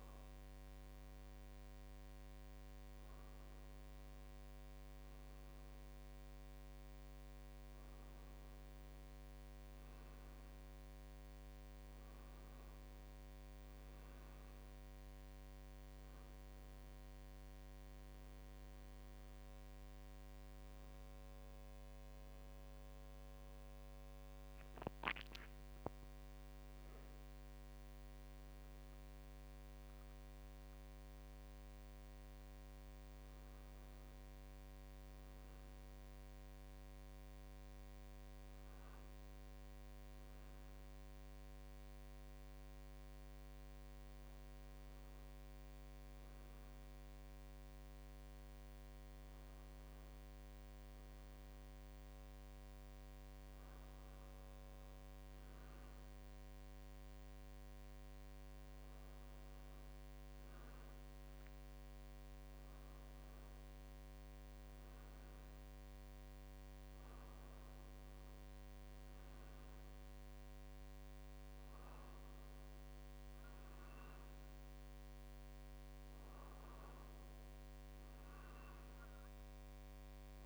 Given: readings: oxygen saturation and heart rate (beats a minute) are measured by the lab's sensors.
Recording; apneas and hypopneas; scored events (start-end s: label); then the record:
breathing in sleep, hard to hear, by a microphone on the trachea; none
32.00-80.46 s: new sleep stage, N2 (light sleep)
61.50-63.50 s: long interval between heartbeats (device-marked, heart rate 49 before, 59 extreme)
63.00-68.00 s: arousal
From the record:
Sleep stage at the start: N1 (lightest sleep); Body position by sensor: on the right side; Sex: male